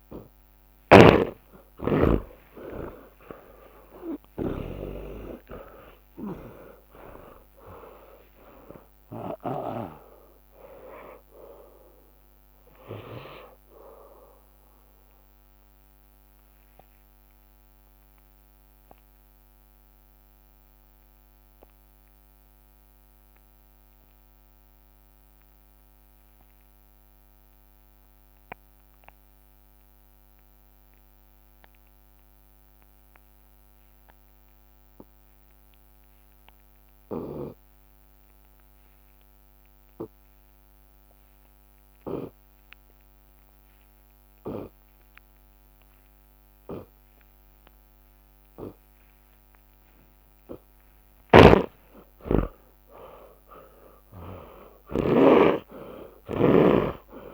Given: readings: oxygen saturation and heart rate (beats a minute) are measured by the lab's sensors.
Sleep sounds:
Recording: breathing in sleep by a microphone on the trachea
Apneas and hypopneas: 1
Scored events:
0.00-5.00 s: oxygen desaturation (device-marked, oxygen 83% lowest, heart rate 57 extreme)
0.50-9.50 s: snoring (device-marked)
1.00-11.00 s: tachycardia (device-marked, heart rate 60 before, 162 extreme)
1.50-6.50 s: arousal
3.00-5.00 s: long interval between heartbeats (device-marked, heart rate 58 before, 90 extreme)
6.00-8.00 s: long interval between heartbeats (device-marked, heart rate 66 before, 129 extreme)
7.00-22.00 s: drop in pulse transit time (device-marked, heart rate 70 before, 63 extreme)
8.00-10.00 s: long interval between heartbeats (device-marked, heart rate 75 before, 155 extreme)
14.00-37.50 s: obstructive apnea (oxygen 97% before, 73% lowest, heart rate 101 before, 52 extreme, up 44 after)
25.50-27.50 s: long interval between heartbeats (device-marked, heart rate 100 before, 70 extreme)
30.00-42.00 s: oxygen desaturation (device-marked, oxygen 96% before, 81% lowest, heart rate 82 before, 59 extreme)
38.50-40.50 s: long interval between heartbeats (device-marked, heart rate 63 before, 74 extreme)
40.50-42.50 s: long interval between heartbeats (device-marked, heart rate 63 before, 87 extreme)
44.50-46.50 s: long interval between heartbeats (device-marked, heart rate 69 before, 82 extreme)
46.50-48.50 s: long interval between heartbeats (device-marked, heart rate 70 before, 85 extreme)
47.00-51.00 s: tachycardia (device-marked, heart rate 62 before, 106 extreme)
48.50-50.50 s: long interval between heartbeats (device-marked, heart rate 72 before, 96 extreme)
49.00-57.34 s: drop in pulse transit time (device-marked, heart rate 74 before, 78 extreme)
51.00-57.34 s: snoring (device-marked)
51.50-53.50 s: long interval between heartbeats (device-marked, heart rate 78 before, 108 extreme)
51.50-57.00 s: arousal
55.50-57.34 s: long interval between heartbeats (device-marked, heart rate 87 before, 78 extreme)
From the record:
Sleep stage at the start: N2 (light sleep)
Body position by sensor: on the left side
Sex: male

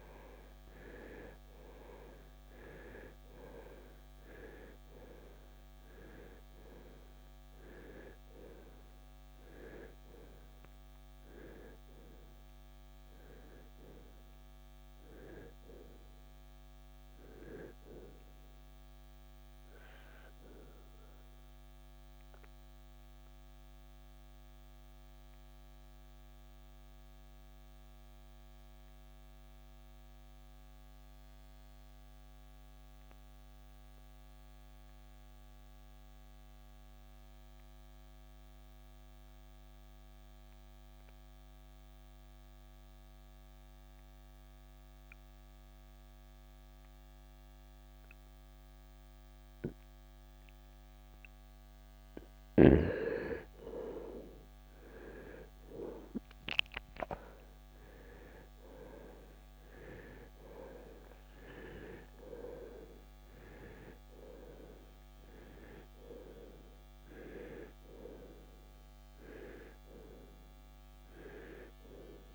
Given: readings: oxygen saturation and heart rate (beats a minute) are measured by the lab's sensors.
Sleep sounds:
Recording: breathing in sleep by a microphone on the trachea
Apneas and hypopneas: 1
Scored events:
0.00-34.50 s: oxygen desaturation (device-marked, oxygen 79% lowest, heart rate 55 extreme)
20.00-52.00 s: obstructive apnea (oxygen 94% before, 79% lowest, heart rate 78 before, 55 extreme, up 11 after)
52.50-72.35 s: oxygen desaturation (device-marked, oxygen 97% before, 81% lowest, heart rate 69 before, 55 extreme)
54.00-59.50 s: arousal
From the record:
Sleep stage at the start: N2 (light sleep)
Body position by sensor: on the right side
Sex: male

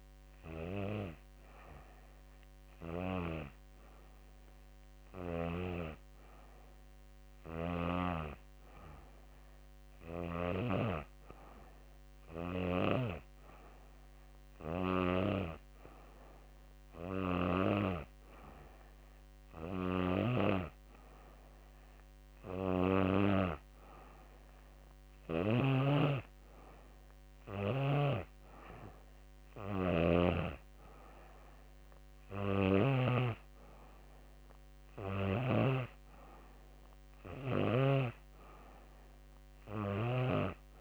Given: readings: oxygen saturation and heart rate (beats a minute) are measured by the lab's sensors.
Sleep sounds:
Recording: breathing in sleep by a microphone on the trachea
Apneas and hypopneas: none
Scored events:
31.50-37.00 s: snoring (device-marked)
From the record:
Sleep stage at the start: N2 (light sleep)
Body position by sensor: on the back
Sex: female

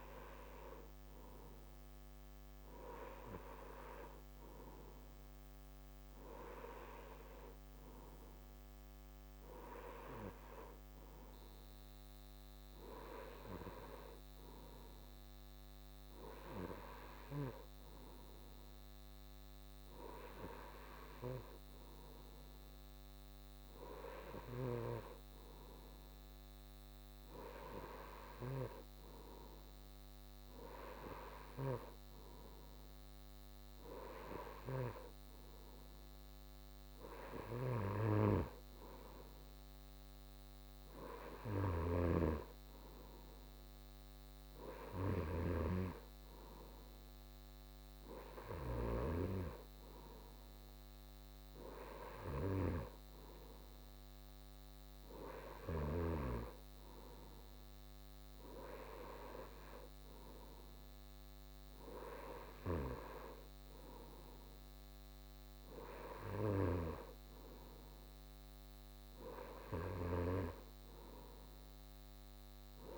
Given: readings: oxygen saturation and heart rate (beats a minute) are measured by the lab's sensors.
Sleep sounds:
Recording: breathing in sleep by a microphone on the trachea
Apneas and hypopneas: none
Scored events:
none scored
From the record:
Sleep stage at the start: N2 (light sleep)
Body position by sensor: on the right side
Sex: male

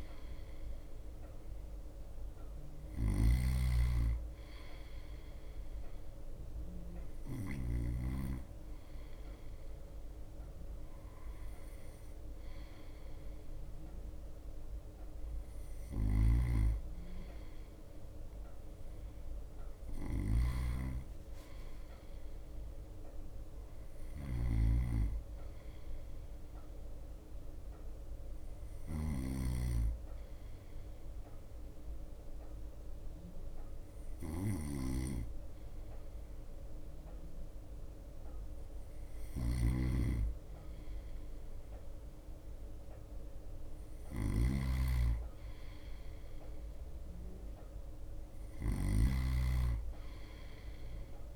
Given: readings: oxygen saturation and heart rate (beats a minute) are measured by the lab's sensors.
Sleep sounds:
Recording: breathing in sleep by a room microphone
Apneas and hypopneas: 1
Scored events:
0.00-8.00 s: snoring (device-marked)
0.00-22.00 s: bradycardia (device-marked, heart rate 55 extreme)
16.00-26.00 s: drop in pulse transit time (device-marked, heart rate 58 before, 56 extreme)
16.00-51.36 s: snoring (device-marked)
18.50-22.50 s: arousal
23.00-51.36 s: bradycardia (device-marked, heart rate 58 before, 56 extreme)
27.00-40.50 s: hypopnea (oxygen 93% before, 92% lowest, heart rate 58 before, 56 extreme, up 2 after)
44.50-48.50 s: arousal
From the record:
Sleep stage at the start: N2 (light sleep)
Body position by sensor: on the right side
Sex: male

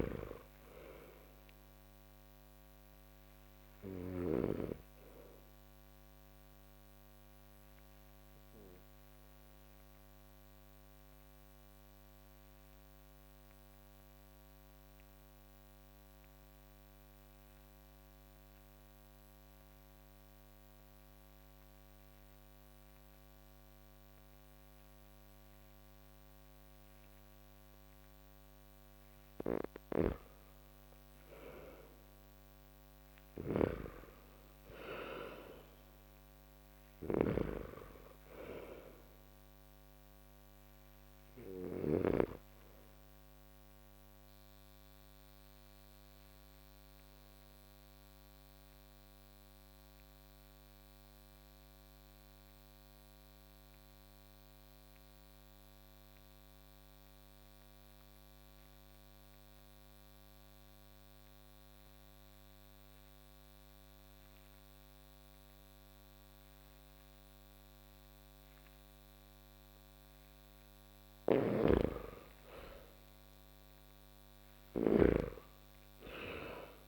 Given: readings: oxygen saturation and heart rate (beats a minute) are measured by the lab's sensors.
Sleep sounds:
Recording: breathing in sleep by a microphone on the trachea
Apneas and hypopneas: 2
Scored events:
0.00-4.00 s: snoring (device-marked)
0.00-18.00 s: oxygen desaturation (device-marked, oxygen 86% lowest)
7.00-27.50 s: obstructive apnea (oxygen 97% before, 85% lowest)
30.00-33.00 s: arousal
33.00-41.50 s: snoring (device-marked)
35.00-59.00 s: oxygen desaturation (device-marked, oxygen 98% before, 86% lowest)
43.50-70.50 s: obstructive apnea (oxygen 98% before, 82% lowest)
70.50-76.88 s: snoring (device-marked)
71.00-76.88 s: oxygen desaturation (device-marked, oxygen 98% before, 82% lowest)
73.00-75.50 s: arousal
From the record:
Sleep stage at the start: N2 (light sleep)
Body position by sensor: on the back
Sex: male

